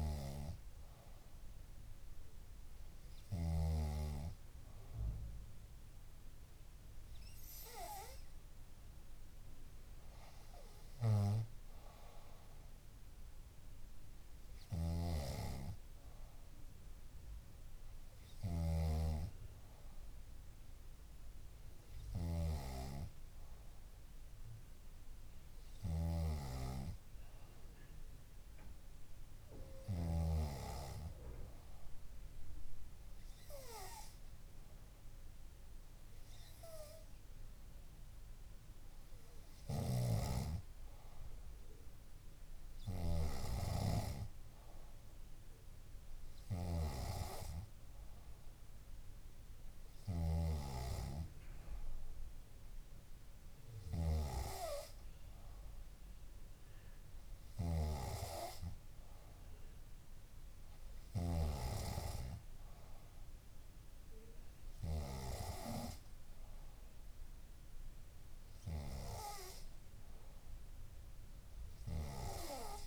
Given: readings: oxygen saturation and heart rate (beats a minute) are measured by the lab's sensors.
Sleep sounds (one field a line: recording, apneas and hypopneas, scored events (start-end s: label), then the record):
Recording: breathing in sleep by a room microphone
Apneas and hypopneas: none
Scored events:
15.00-19.00 s: snoring (device-marked)
17.00-22.00 s: bradycardia (device-marked, heart rate 64 before, 58 extreme)
26.00-30.50 s: snoring (device-marked)
From the record:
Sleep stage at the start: N2 (light sleep)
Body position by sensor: on the back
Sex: female